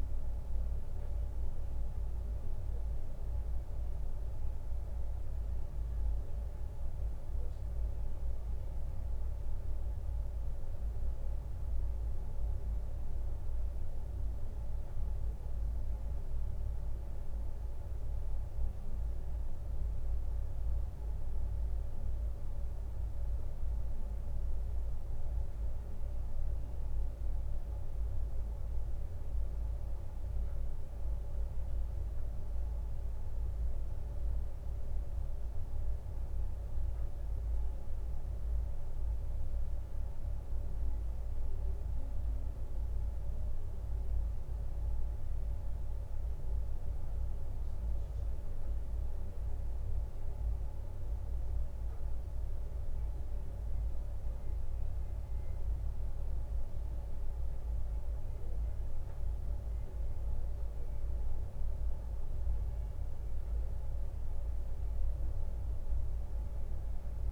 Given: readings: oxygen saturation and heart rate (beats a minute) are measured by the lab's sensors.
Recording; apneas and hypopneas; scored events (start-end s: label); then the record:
breathing in sleep, hard to hear, by a room microphone; none
none scored
From the record:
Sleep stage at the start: N2 (light sleep); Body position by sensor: on the right side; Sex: male